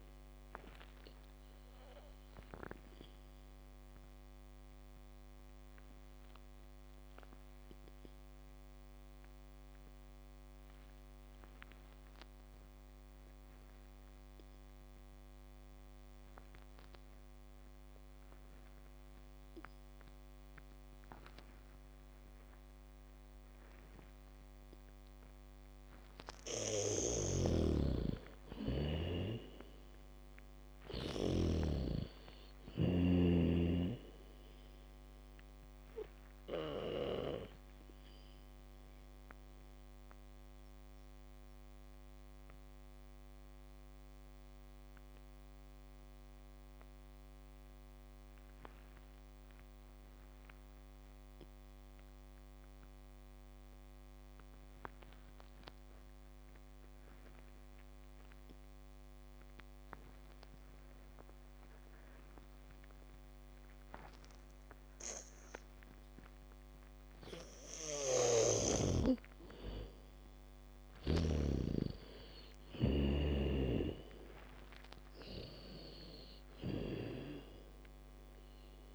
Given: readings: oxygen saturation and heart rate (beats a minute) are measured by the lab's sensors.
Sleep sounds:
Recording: breathing in sleep by a microphone on the trachea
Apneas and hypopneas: 2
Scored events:
0.00-3.00 s: bradycardia (device-marked)
0.00-18.00 s: oxygen desaturation (device-marked, oxygen 86% lowest, heart rate 27 extreme)
2.50-26.00 s: mixed apnea (oxygen 99% before, 83% lowest, heart rate 52 before, 27 extreme)
23.00-35.00 s: bradycardia (device-marked, heart rate 62 before, 27 extreme)
27.00-32.00 s: snoring (device-marked)
27.00-54.00 s: oxygen desaturation (device-marked, oxygen 98% before, 83% lowest)
27.50-31.50 s: arousal
37.50-67.00 s: mixed apnea (oxygen 98% before, 81% lowest)
58.00-77.00 s: bradycardia (device-marked)
65.00-78.95 s: oxygen desaturation (device-marked, oxygen 99% before, 81% lowest)
68.00-71.50 s: snoring (device-marked)
69.50-74.00 s: arousal
From the record:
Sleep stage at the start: N2 (light sleep)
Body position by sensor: on the back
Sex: female

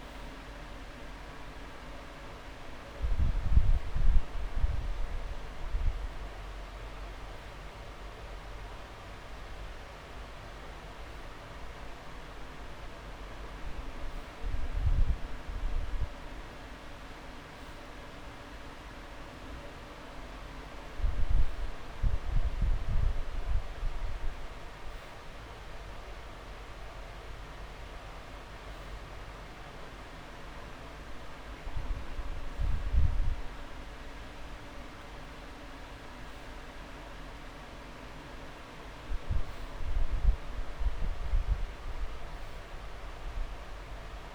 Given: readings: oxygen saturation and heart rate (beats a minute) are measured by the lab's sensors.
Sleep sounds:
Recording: breathing in sleep, hard to hear, by a room microphone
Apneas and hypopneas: none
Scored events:
0.00-13.00 s: oxygen desaturation (device-marked, oxygen 98% before, 95% lowest)
24.00-26.00 s: long interval between heartbeats (device-marked)
From the record:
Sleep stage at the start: N2 (light sleep)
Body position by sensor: on the back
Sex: male

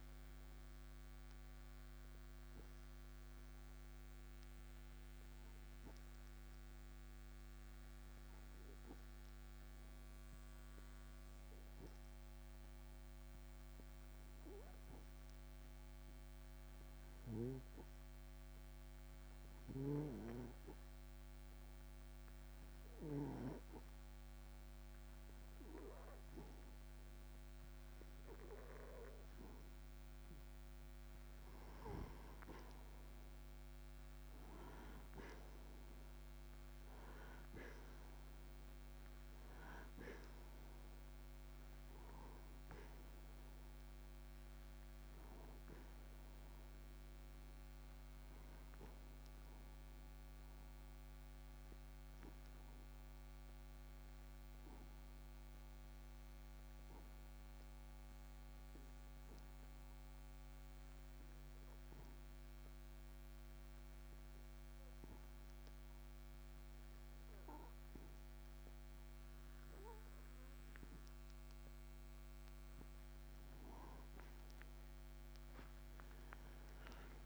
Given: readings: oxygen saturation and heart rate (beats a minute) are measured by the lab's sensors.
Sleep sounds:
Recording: breathing in sleep by a microphone on the trachea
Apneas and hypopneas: 2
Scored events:
0.00-20.50 s: oxygen desaturation (device-marked, oxygen 92% lowest)
2.50-34.00 s: obstructive apnea (oxygen 97% before, 86% lowest)
32.50-73.50 s: oxygen desaturation (device-marked, oxygen 96% before, 86% lowest)
38.00-42.00 s: arousal
52.50-71.50 s: obstructive apnea (oxygen 96% before, 86% lowest)
From the record:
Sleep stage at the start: N2 (light sleep)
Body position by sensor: on the right side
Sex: male

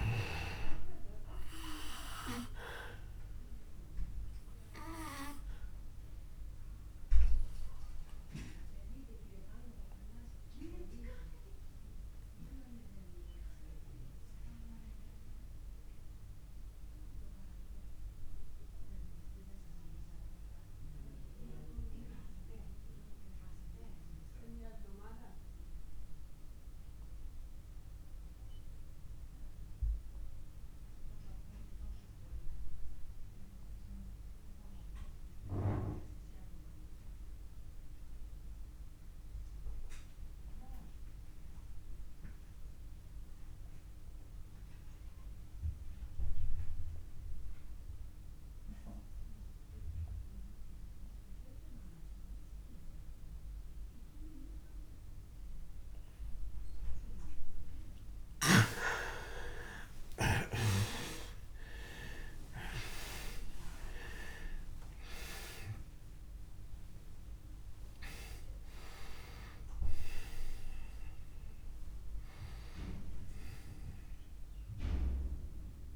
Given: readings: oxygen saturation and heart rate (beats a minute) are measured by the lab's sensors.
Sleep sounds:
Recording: breathing in sleep by a room microphone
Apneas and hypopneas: 1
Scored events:
0.00-27.50 s: oxygen desaturation (device-marked, oxygen 91% lowest)
4.50-56.50 s: obstructive apnea (oxygen 99% before, 79% lowest)
38.50-75.50 s: oxygen desaturation (device-marked, oxygen 99% before, 85% lowest)
59.00-63.00 s: arousal
From the record:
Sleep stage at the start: N2 (light sleep)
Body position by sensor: on the back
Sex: male

